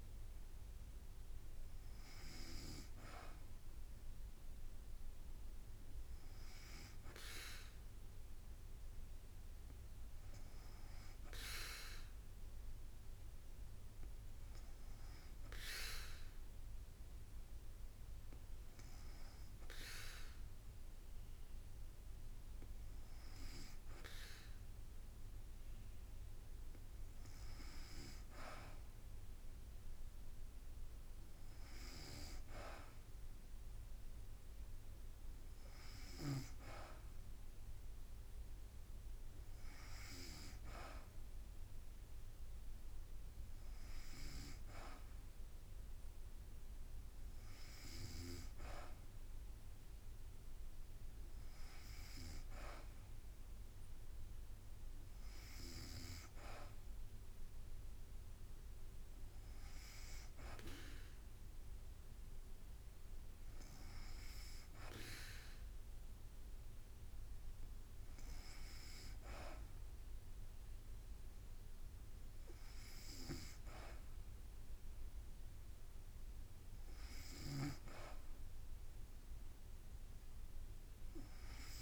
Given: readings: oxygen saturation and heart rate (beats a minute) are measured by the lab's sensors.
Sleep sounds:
breathing in sleep by a room microphone; none
62.00-74.00 s: drop in pulse transit time (device-marked, heart rate 54 before, 53 extreme)
From the record:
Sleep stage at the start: N2 (light sleep); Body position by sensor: on the back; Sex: female

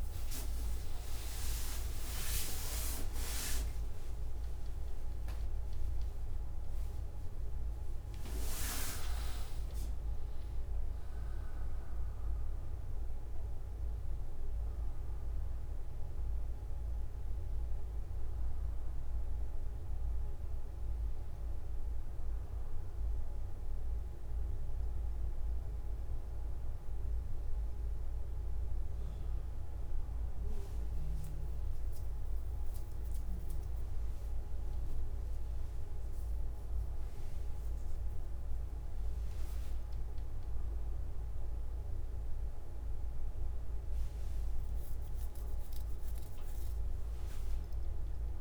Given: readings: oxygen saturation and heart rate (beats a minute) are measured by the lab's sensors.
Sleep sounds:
breathing in sleep by a room microphone; none
1.50-25.50 s: oxygen desaturation (device-marked, oxygen 97% before, 93% lowest)
From the record:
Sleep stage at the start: N3 (deep sleep); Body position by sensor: on the back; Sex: male

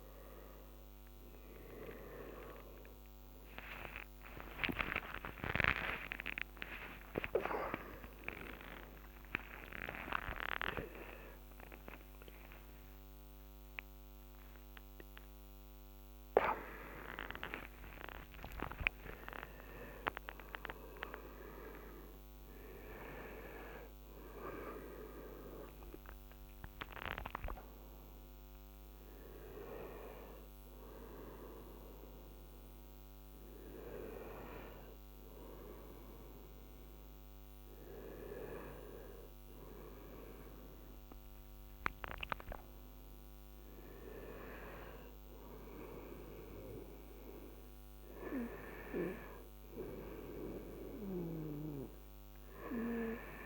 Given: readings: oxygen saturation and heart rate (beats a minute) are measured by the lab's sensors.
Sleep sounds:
a person awake in a sleep study, by a microphone on the trachea; none
0.00-27.00 s: oxygen desaturation (device-marked, oxygen 87% lowest, heart rate 86 extreme)
1.00-31.00 s: new sleep stage, awake
4.00-6.00 s: long interval between heartbeats (device-marked, heart rate 91 before, 114 extreme)
31.00-53.46 s: new sleep stage, N1 (lightest sleep)
From the record:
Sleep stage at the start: N2 (light sleep); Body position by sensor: on the right side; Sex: male

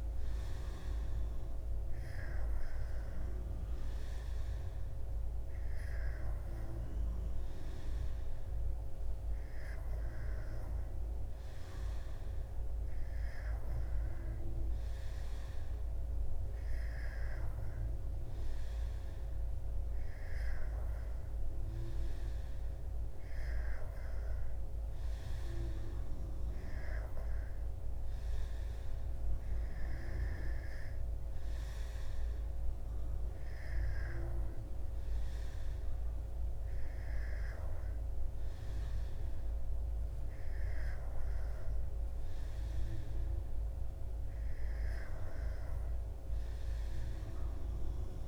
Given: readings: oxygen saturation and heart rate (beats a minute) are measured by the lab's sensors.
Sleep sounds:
breathing in sleep, hard to hear, by a room microphone; none
none scored
From the record:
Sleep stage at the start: N2 (light sleep); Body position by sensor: on the back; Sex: male

